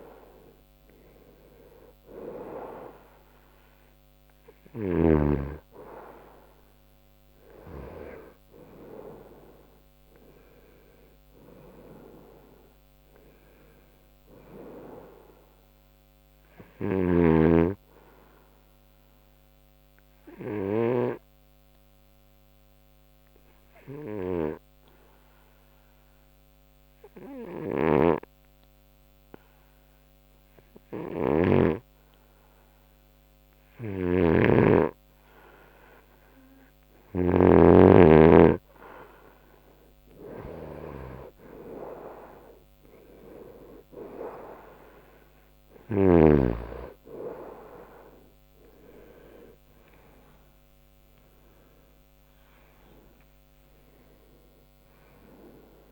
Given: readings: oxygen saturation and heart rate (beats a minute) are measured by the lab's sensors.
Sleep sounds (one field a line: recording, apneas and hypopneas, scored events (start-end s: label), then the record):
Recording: breathing in sleep by a microphone on the trachea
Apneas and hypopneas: 1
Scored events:
18.50-33.50 s: obstructive apnea (oxygen 95% before, 90% lowest, heart rate 79 before, 68 extreme, up 3 after)
34.50-38.00 s: snoring (device-marked)
36.00-39.50 s: arousal
50.00-52.00 s: long interval between heartbeats (device-marked, heart rate 73 before, 87 extreme)
50.00-53.50 s: arousal
From the record:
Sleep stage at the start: N2 (light sleep)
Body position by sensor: on the right side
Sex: male